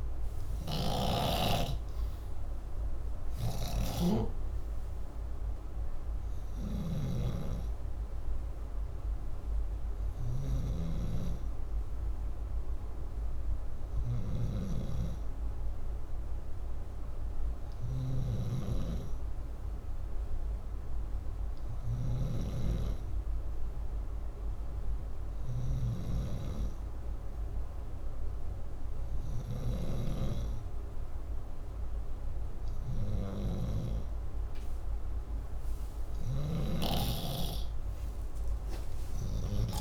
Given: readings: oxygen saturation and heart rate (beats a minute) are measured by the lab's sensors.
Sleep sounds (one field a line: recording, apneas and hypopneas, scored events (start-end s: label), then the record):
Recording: breathing in sleep by a room microphone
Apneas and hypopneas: none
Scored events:
0.00-10.50 s: snoring (device-marked)
17.50-29.50 s: snoring (device-marked)
35.50-39.50 s: snoring (device-marked)
36.50-39.81 s: oxygen desaturation (device-marked, oxygen 96% before, 92% lowest, heart rate 64 before, 63 extreme)
38.00-39.81 s: arousal
From the record:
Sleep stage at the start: N2 (light sleep)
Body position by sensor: upright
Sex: male